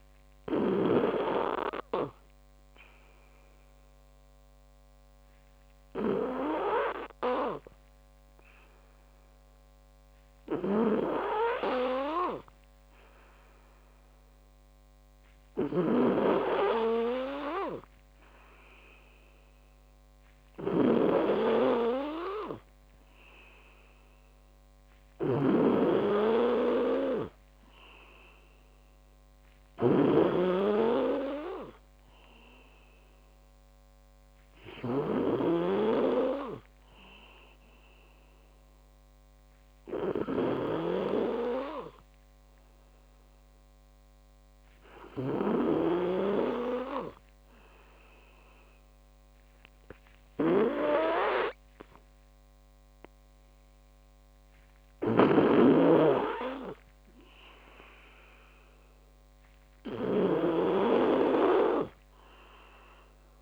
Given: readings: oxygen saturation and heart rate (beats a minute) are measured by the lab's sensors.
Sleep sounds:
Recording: breathing in sleep by a microphone on the trachea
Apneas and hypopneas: none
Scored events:
0.00-1.00 s: snoring (device-marked)
15.50-63.42 s: snoring (device-marked)
30.00-33.00 s: oxygen desaturation (device-marked, oxygen 95% before, 92% lowest)
From the record:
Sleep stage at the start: N2 (light sleep)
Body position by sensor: on the back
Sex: male

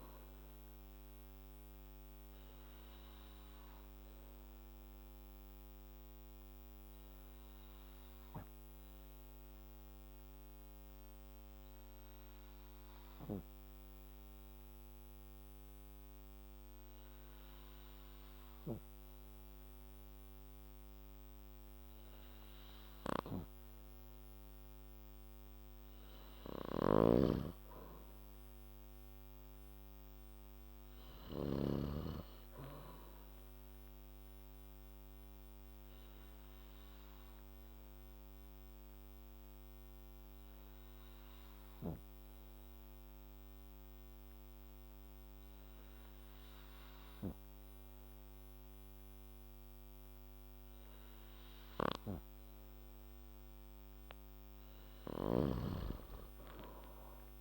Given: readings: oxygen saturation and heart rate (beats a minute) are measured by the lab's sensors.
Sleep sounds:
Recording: breathing in sleep by a microphone on the trachea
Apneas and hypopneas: 2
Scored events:
0.00-20.50 s: oxygen desaturation (device-marked, oxygen 90% lowest, heart rate 58 extreme)
4.50-24.00 s: obstructive apnea (oxygen 97% before, 89% lowest, heart rate 61 before, 58 extreme, up 4 after)
26.50-32.00 s: snoring (device-marked)
27.00-30.00 s: arousal
29.50-53.50 s: oxygen desaturation (device-marked, oxygen 96% before, 89% lowest, heart rate 60 before, 58 extreme)
36.00-53.00 s: obstructive apnea (oxygen 96% before, 88% lowest, heart rate 60 before, 58 extreme, up 7 after)
55.00-57.41 s: snoring (device-marked)
From the record:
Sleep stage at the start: N2 (light sleep)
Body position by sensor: on the back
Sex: male

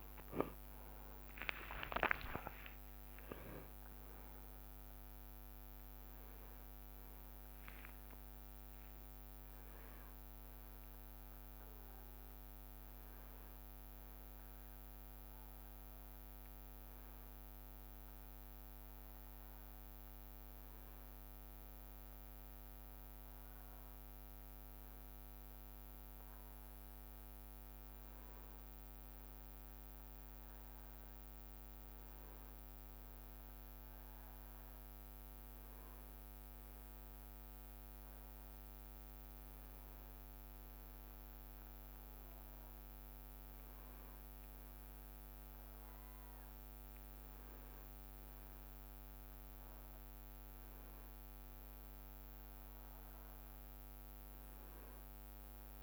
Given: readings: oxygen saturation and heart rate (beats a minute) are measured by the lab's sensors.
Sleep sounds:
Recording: a person awake in a sleep study, hard to hear, by a microphone on the trachea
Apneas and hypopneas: none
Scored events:
30.00-55.83 s: new sleep stage, N1 (lightest sleep)
44.00-49.50 s: leg movement (device-marked)
From the record:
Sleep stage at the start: awake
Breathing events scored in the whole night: 186 in 6.1 hours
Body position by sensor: on the back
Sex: male

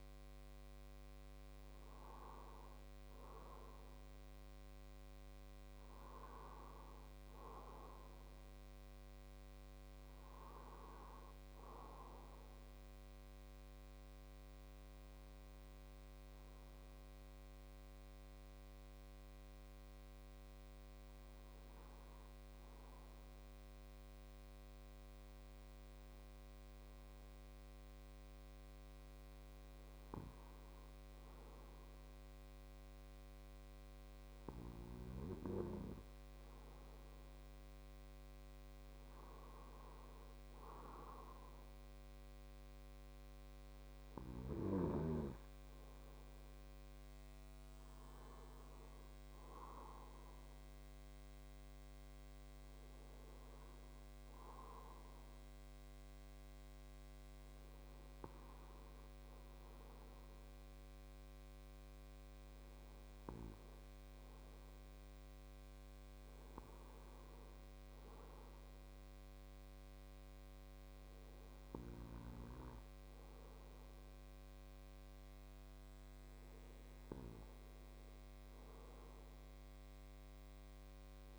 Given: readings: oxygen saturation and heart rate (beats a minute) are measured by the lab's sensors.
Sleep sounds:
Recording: breathing in sleep by a microphone on the trachea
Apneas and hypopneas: 1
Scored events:
0.00-4.50 s: arousal
0.00-14.50 s: oxygen desaturation (device-marked, oxygen 95% lowest, heart rate 117 extreme)
16.50-37.00 s: hypopnea (oxygen 99% before, 95% lowest, heart rate 139 before, 90 extreme, up 8 after)
40.00-43.50 s: arousal
From the record:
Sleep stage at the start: N2 (light sleep)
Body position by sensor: on the right side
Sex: male

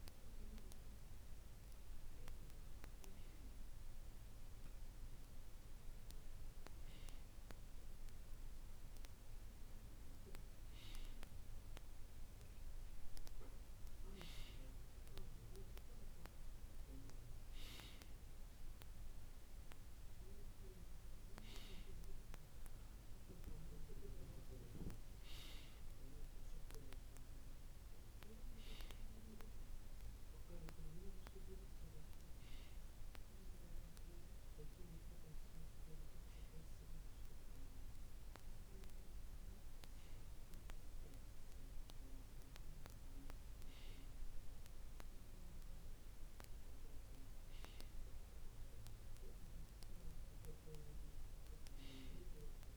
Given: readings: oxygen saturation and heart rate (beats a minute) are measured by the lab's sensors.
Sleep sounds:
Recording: breathing in sleep by a room microphone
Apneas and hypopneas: none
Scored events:
none scored
From the record:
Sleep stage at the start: N2 (light sleep)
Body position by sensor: on the right side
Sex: male

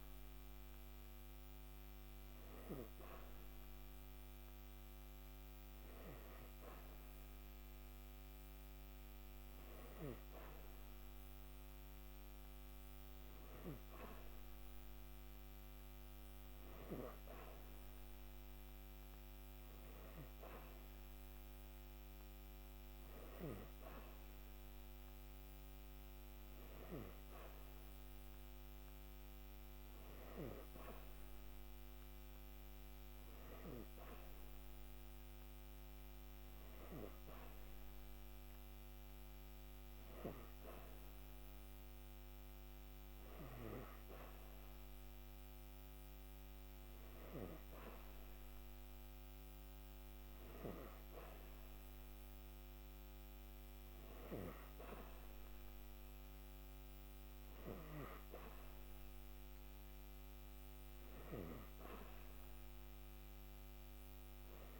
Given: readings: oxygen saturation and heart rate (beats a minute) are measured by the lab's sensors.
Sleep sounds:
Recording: breathing in sleep by a microphone on the trachea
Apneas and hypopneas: none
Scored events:
none scored
From the record:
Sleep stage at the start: N3 (deep sleep)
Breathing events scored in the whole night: 109 in 3.9 hours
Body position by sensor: on the back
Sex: female

